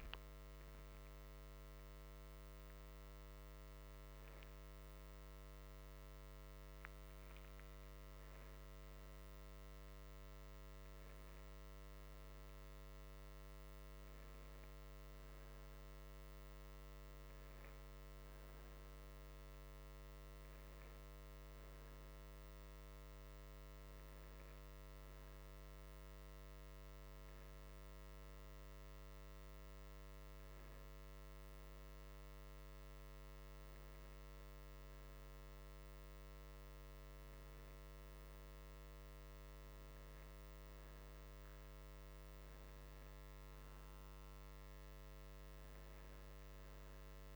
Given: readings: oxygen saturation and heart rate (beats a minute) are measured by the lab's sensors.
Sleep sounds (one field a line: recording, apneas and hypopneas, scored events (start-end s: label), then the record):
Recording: breathing in sleep, hard to hear, by a microphone on the trachea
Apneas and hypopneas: none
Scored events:
none scored
From the record:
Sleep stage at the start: N2 (light sleep)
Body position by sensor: on the right side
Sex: male